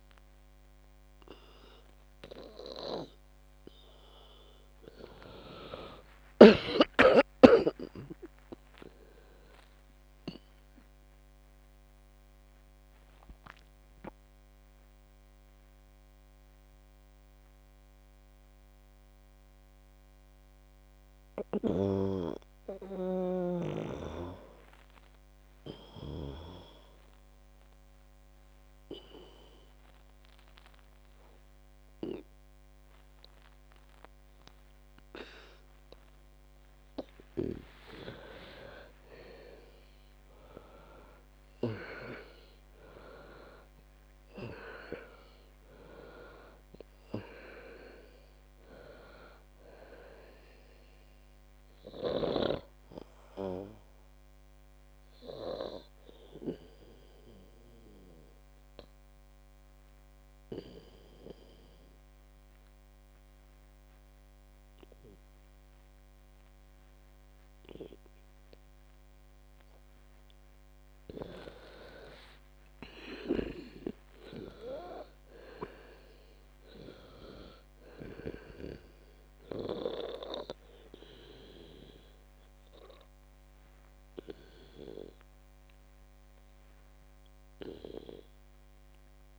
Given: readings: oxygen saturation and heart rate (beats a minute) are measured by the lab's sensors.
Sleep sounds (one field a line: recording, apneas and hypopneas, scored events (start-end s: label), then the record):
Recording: a person partly awake in a sleep study, by a microphone on the trachea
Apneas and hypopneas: 2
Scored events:
15.00-89.39 s: new sleep stage, N2 (light sleep)
16.00-37.00 s: mixed apnea (oxygen 98% before, 93% lowest, heart rate 77 before, 57 extreme, up 23 after)
39.00-42.00 s: arousal
42.00-61.00 s: oxygen desaturation (device-marked, oxygen 98% before, 93% lowest, heart rate 76 before, 56 extreme)
52.00-71.50 s: obstructive apnea (oxygen 98% before, 91% lowest, heart rate 76 before, 56 extreme, up 13 after)
73.50-77.50 s: arousal
79.00-89.39 s: oxygen desaturation (device-marked, oxygen 98% before, 94% lowest, heart rate 61 before, 56 extreme)
From the record:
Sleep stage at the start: awake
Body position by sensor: on the back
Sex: female